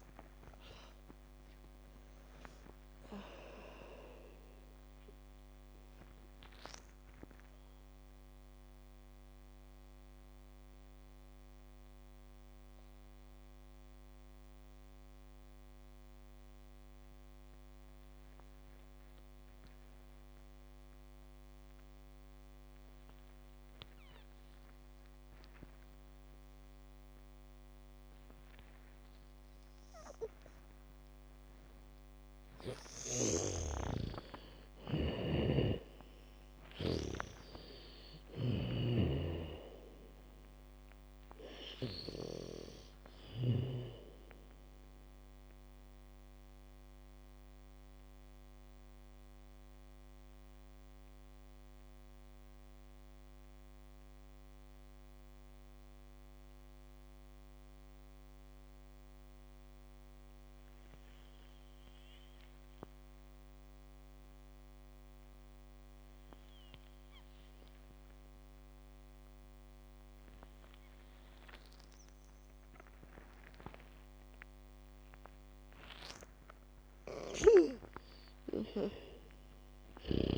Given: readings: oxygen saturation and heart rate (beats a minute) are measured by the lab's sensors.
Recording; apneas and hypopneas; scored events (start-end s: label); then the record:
breathing in sleep by a microphone on the trachea; 2
0.00-2.00 s: bradycardia (device-marked, heart rate 28 extreme)
0.00-22.00 s: oxygen desaturation (device-marked, oxygen 77% lowest, heart rate 28 extreme)
7.50-32.00 s: mixed apnea (oxygen 99% before, 77% lowest, heart rate 55 before, 46 extreme)
29.00-37.00 s: bradycardia (device-marked, heart rate 68 before, 46 extreme)
33.00-37.50 s: snoring (device-marked)
34.00-38.00 s: arousal
37.00-58.00 s: oxygen desaturation (device-marked, oxygen 98% before, 81% lowest, heart rate 66 before, 48 extreme)
46.50-76.00 s: mixed apnea (oxygen 98% before, 81% lowest, heart rate 66 before, 39 extreme, up 1 after)
71.00-80.38 s: bradycardia (device-marked, heart rate 69 before, 44 extreme)
75.00-80.38 s: oxygen desaturation (device-marked, oxygen 98% before, 83% lowest, heart rate 71 before, 39 extreme)
77.50-80.38 s: arousal
From the record:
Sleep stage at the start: N2 (light sleep); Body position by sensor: on the back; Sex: female